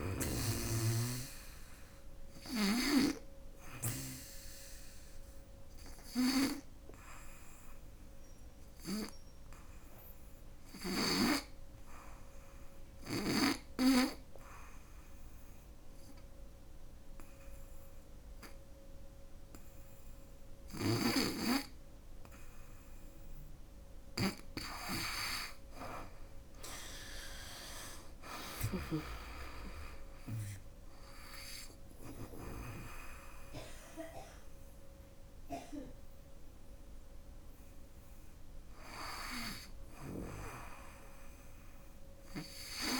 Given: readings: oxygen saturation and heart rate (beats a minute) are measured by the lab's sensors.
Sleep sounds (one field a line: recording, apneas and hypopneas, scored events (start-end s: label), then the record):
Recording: breathing in sleep by a room microphone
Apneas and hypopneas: 1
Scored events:
0.00-1.50 s: arousal
5.00-20.50 s: hypopnea (oxygen 98% before, 93% lowest, heart rate 88 before, 72 extreme, up 5 after)
23.50-26.50 s: arousal
39.00-42.99 s: snoring (device-marked)
From the record:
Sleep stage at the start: N2 (light sleep)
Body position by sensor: on the back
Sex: female